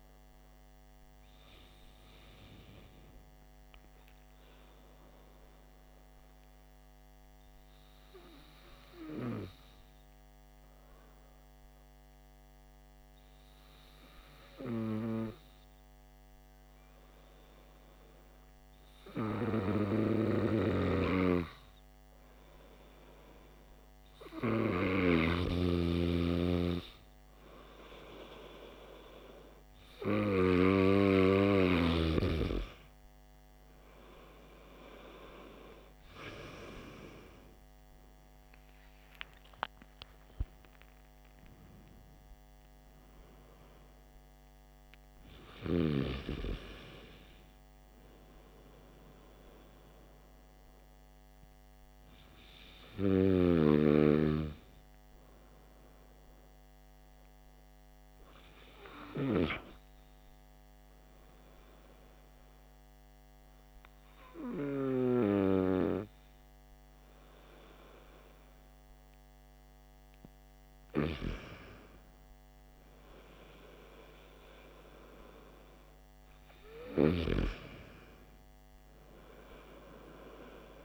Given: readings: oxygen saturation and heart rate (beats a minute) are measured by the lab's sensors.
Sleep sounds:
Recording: breathing in sleep by a microphone on the trachea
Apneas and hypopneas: 2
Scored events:
4.50-24.00 s: hypopnea (oxygen 95% before, 92% lowest, heart rate 56 before, 52 extreme, up 7 after)
37.50-41.50 s: arousal
57.00-71.00 s: hypopnea (oxygen 95% before, 92% lowest, heart rate 60 before, 55 extreme, up 2 after)
73.00-76.00 s: arousal
From the record:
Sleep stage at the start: N2 (light sleep)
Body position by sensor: on the back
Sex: male

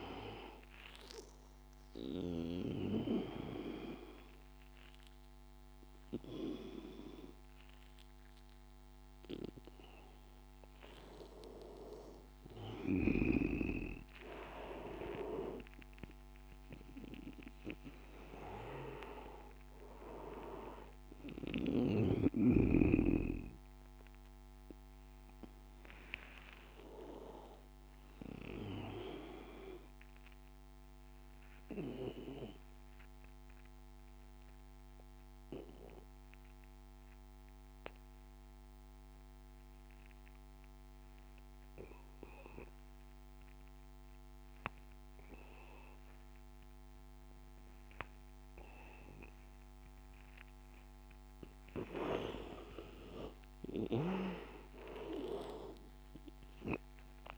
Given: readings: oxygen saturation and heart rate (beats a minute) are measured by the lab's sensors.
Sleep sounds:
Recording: breathing in sleep by a microphone on the trachea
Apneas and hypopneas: 2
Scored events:
1.00-12.00 s: obstructive apnea (oxygen 99% before, 88% lowest, heart rate 94 before, 87 extreme, up 7 after)
14.50-19.50 s: arousal
15.50-32.50 s: oxygen desaturation (device-marked, oxygen 98% before, 95% lowest, heart rate 92 before, 83 extreme)
25.00-52.00 s: obstructive apnea (oxygen 99% before, 86% lowest, heart rate 91 before, 83 extreme, up 8 after)
44.50-57.38 s: oxygen desaturation (device-marked, oxygen 98% before, 90% lowest, heart rate 89 before, 83 extreme)
From the record:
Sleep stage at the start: N2 (light sleep)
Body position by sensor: on the back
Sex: male

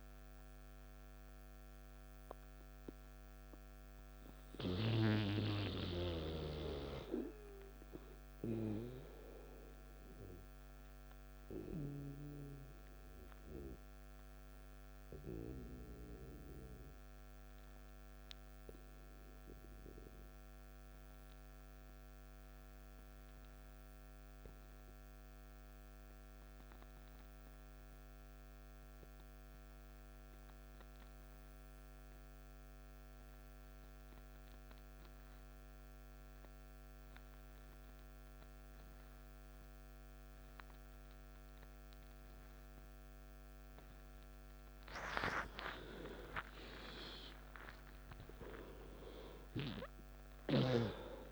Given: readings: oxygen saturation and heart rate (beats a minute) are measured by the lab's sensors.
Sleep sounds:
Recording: breathing in sleep by a microphone on the trachea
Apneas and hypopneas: 1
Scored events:
0.00-21.00 s: oxygen desaturation (device-marked, oxygen 87% lowest, heart rate 56 extreme)
0.50-44.50 s: mixed apnea (oxygen 99% before, 87% lowest, heart rate 63 before, 56 extreme, up 16 after)
39.00-51.32 s: oxygen desaturation (device-marked, oxygen 98% before, 88% lowest, heart rate 57 before, 56 extreme)
46.00-50.50 s: arousal
From the record:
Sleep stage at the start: N2 (light sleep)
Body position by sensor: on the back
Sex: male

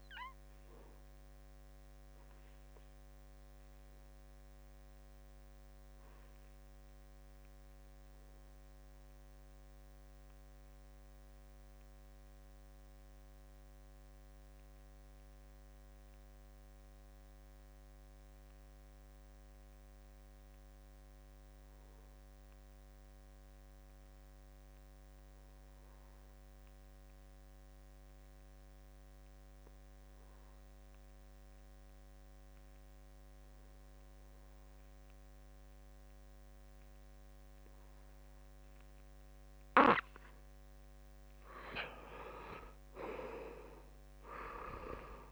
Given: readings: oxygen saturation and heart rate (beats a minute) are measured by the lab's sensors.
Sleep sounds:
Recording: breathing in sleep by a microphone on the trachea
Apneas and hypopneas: 1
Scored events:
0.00-19.00 s: oxygen desaturation (device-marked, oxygen 75% lowest, heart rate 65 extreme)
6.00-40.50 s: obstructive apnea (oxygen 91% before, 73% lowest, heart rate 75 before, 64 extreme, up 12 after)
26.50-28.50 s: long interval between heartbeats (device-marked, heart rate 68 before, 70 extreme)
29.00-45.32 s: oxygen desaturation (device-marked, oxygen 97% before, 73% lowest, heart rate 68 before, 64 extreme)
42.00-45.00 s: arousal
From the record:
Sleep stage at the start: N2 (light sleep)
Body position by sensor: on the back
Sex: male

